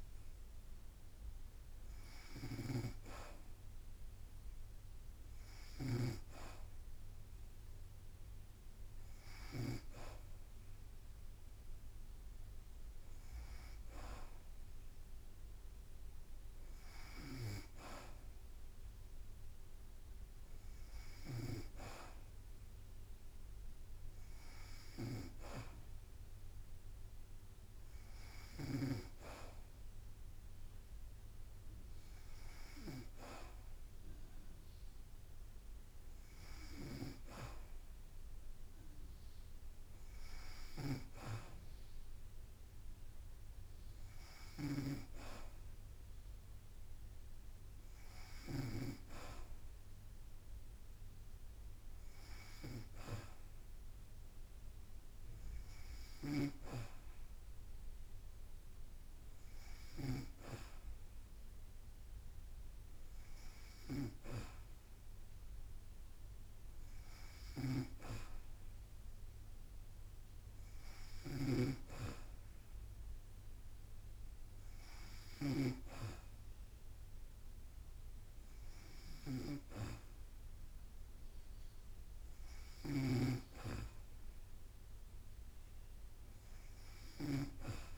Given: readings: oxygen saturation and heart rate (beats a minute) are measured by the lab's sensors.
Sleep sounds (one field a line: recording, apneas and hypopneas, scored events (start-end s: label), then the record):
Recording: breathing in sleep by a room microphone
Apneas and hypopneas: none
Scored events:
0.00-3.00 s: snoring (device-marked)
40.50-49.00 s: snoring (device-marked)
56.00-60.50 s: snoring (device-marked)
67.50-87.98 s: snoring (device-marked)
From the record:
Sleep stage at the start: N2 (light sleep)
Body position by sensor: on the back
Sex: female